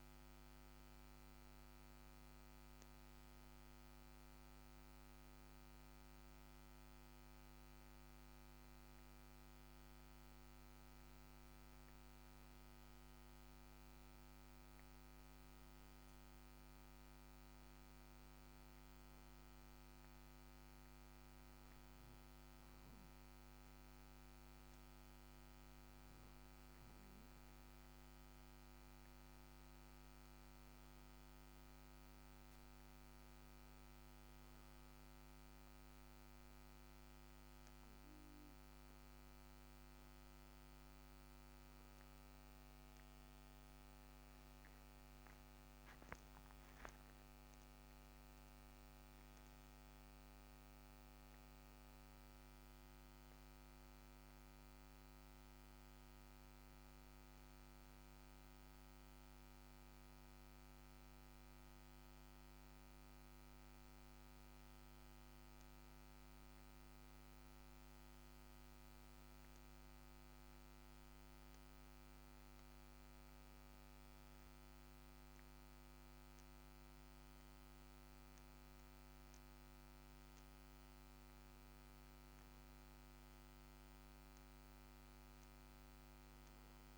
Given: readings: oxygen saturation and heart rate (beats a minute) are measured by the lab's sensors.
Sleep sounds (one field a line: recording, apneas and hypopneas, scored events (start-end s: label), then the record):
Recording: breathing in sleep, hard to hear, by a microphone on the trachea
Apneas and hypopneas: 2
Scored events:
3.00-13.00 s: oxygen desaturation (device-marked, oxygen 96% before, 92% lowest, heart rate 61 before, 59 extreme)
8.00-21.00 s: hypopnea (oxygen 96% before, 92% lowest, heart rate 60 before, 56 extreme, up 1 after)
22.50-25.50 s: arousal
28.00-58.00 s: new sleep stage, N1 (lightest sleep)
44.50-48.50 s: arousal
58.00-86.98 s: new sleep stage, N2 (light sleep)
58.50-72.00 s: hypopnea (oxygen 95% before, 91% lowest, heart rate 61 before, 58 extreme, up 4 after)
74.50-77.50 s: arousal
77.00-86.98 s: oxygen desaturation (device-marked, oxygen 95% before, 92% lowest, heart rate 60 before, 58 extreme)
From the record:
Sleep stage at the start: N2 (light sleep)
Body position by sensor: on the back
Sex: male